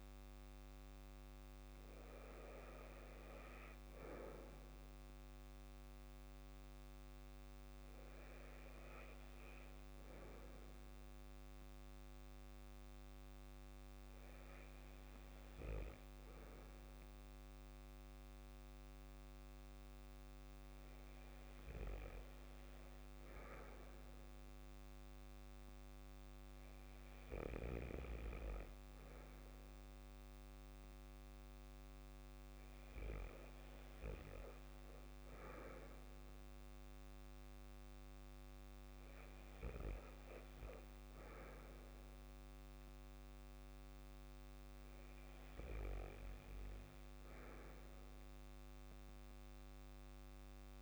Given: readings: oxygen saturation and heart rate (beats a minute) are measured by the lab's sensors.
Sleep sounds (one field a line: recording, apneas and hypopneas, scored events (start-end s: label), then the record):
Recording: breathing in sleep by a microphone on the trachea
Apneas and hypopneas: 1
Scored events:
14.50-31.00 s: hypopnea (oxygen 95% before, 93% lowest, heart rate 55 before, 55 extreme, up 1 after)
34.00-36.00 s: arousal
From the record:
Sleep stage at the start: N2 (light sleep)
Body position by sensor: on the back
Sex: male